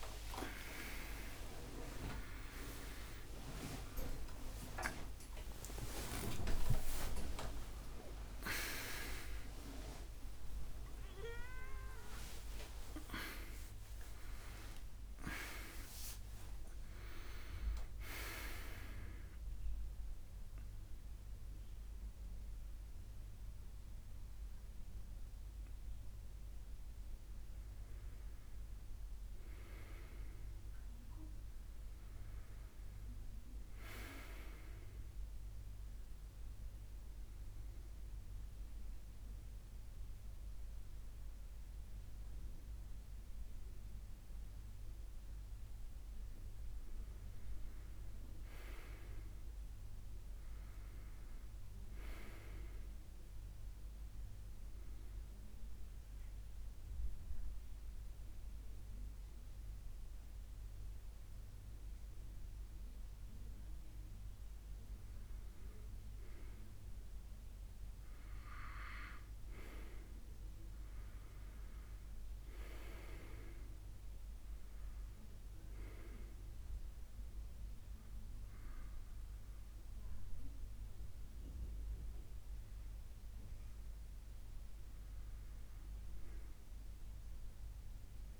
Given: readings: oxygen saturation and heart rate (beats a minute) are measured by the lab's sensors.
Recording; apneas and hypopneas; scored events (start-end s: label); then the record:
a person partly awake in a sleep study, by a room microphone; 1
21.00-39.00 s: oxygen desaturation (device-marked, oxygen 97% before, 93% lowest, heart rate 120 before, 70 extreme)
35.00-65.00 s: new sleep stage, N1 (lightest sleep)
55.00-65.00 s: hypopnea (oxygen 98% before, 93% lowest, heart rate 75 before, 73 extreme, up 0 after)
65.00-88.40 s: new sleep stage, N2 (light sleep)
65.50-69.00 s: arousal
83.00-88.40 s: oxygen desaturation (device-marked, oxygen 97% before, 93% lowest, heart rate 75 before, 70 extreme)
From the record:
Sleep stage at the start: awake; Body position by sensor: on the back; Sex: male